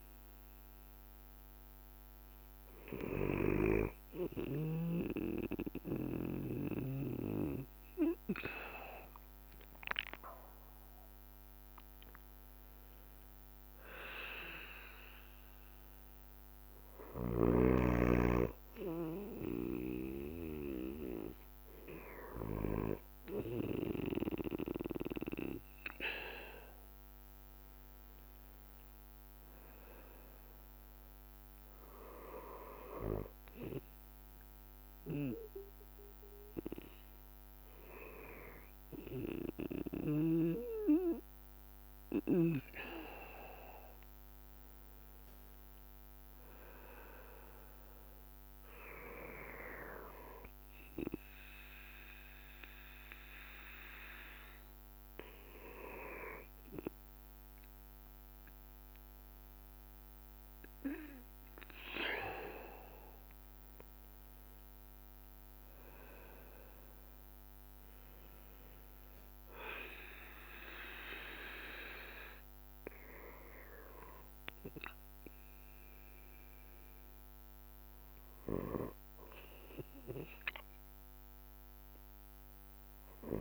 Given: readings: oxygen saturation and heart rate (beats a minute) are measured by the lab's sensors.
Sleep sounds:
breathing in sleep by a microphone on the trachea; 2
0.00-2.50 s: oxygen desaturation (device-marked, oxygen 89% lowest)
0.00-83.41 s: bradycardia (device-marked)
5.50-7.50 s: long interval between heartbeats (device-marked, heart rate 46 before, 47 extreme)
10.00-13.50 s: arousal
14.00-16.00 s: long interval between heartbeats (device-marked, heart rate 46 before, 58 extreme)
21.00-31.50 s: obstructive apnea (oxygen 93% before, 91% lowest)
22.00-24.00 s: long interval between heartbeats (device-marked)
27.50-29.50 s: long interval between heartbeats (device-marked, heart rate 41 before, 44 extreme)
31.50-33.50 s: long interval between heartbeats (device-marked, heart rate 40 before, 47 extreme)
31.50-41.50 s: drop in pulse transit time (device-marked, heart rate 40 before, 37 extreme)
38.50-40.50 s: long interval between heartbeats (device-marked, heart rate 36 before, 43 extreme)
42.00-46.00 s: arousal
47.50-57.50 s: drop in pulse transit time (device-marked, heart rate 39 before, 27 extreme)
57.50-73.50 s: mixed apnea (oxygen 93% before, 91% lowest)
60.00-62.00 s: long interval between heartbeats (device-marked, heart rate 42 before, 54 extreme)
63.00-65.00 s: long interval between heartbeats (device-marked, heart rate 44 before, 45 extreme)
76.00-78.00 s: long interval between heartbeats (device-marked, heart rate 44 before, 53 extreme)
76.50-80.50 s: arousal
80.50-82.50 s: long interval between heartbeats (device-marked, heart rate 43 before, 56 extreme)
81.50-83.41 s: drop in pulse transit time (device-marked, heart rate 43 before, 45 extreme)
From the record:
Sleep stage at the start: N2 (light sleep); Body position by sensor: on the back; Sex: male

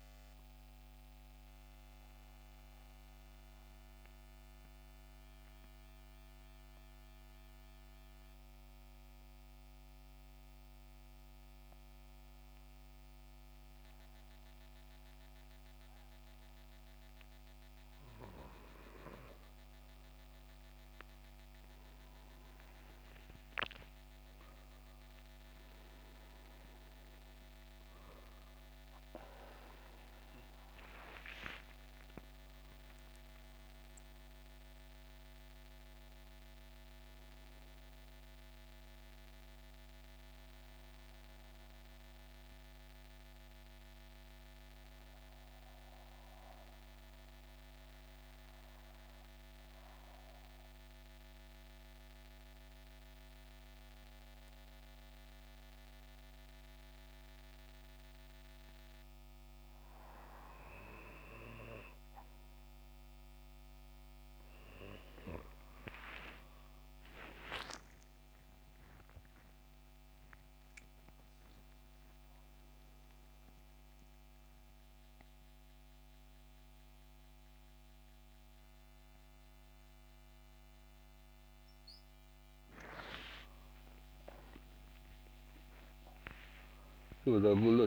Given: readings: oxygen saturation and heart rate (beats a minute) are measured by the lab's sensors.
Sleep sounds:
a person partly awake in a sleep study, by a microphone on the trachea; 2
0.00-2.00 s: oxygen desaturation (device-marked, oxygen 83% lowest, heart rate 66 extreme)
2.00-20.00 s: central apnea (oxygen 93% before, 83% lowest, heart rate 73 before, 66 extreme, up 16 after)
15.00-52.00 s: oxygen desaturation (device-marked, oxygen 95% before, 83% lowest, heart rate 68 before, 67 extreme)
21.50-25.50 s: arousal
43.50-59.00 s: obstructive apnea (oxygen 93% before, 83% lowest, heart rate 80 before, 67 extreme, up 4 after)
60.00-87.87 s: new sleep stage, awake
64.00-87.87 s: oxygen desaturation (device-marked, oxygen 95% before, 83% lowest, heart rate 69 before, 73 extreme)
From the record:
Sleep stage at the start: N2 (light sleep); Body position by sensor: on the back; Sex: male

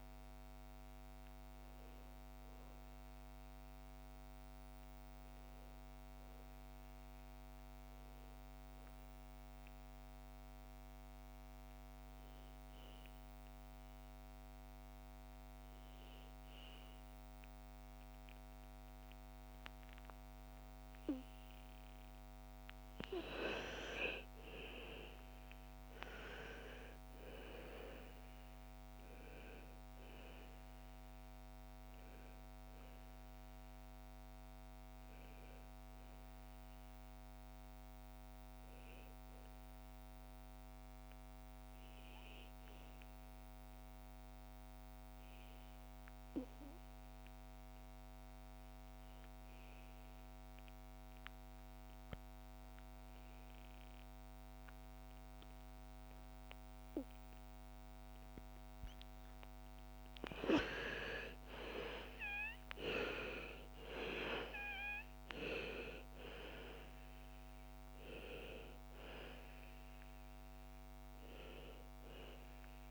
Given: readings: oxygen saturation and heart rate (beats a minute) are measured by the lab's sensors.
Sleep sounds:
breathing in sleep by a microphone on the trachea; 2
0.00-4.50 s: oxygen desaturation (device-marked, oxygen 77% lowest, heart rate 56 extreme)
8.00-22.50 s: obstructive apnea (oxygen 99% before, 84% lowest, heart rate 65 before, 56 extreme, up 11 after)
24.00-28.50 s: arousal
26.50-41.50 s: oxygen desaturation (device-marked, oxygen 99% before, 90% lowest, heart rate 60 before, 57 extreme)
40.50-58.00 s: obstructive apnea (oxygen 99% before, 84% lowest, heart rate 62 before, 57 extreme, up 12 after)
44.50-72.90 s: new sleep stage, N2 (light sleep)
55.50-72.90 s: oxygen desaturation (device-marked, oxygen 98% before, 84% lowest, heart rate 58 before, 54 extreme)
59.50-64.00 s: arousal
From the record:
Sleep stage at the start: REM sleep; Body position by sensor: on the back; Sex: female

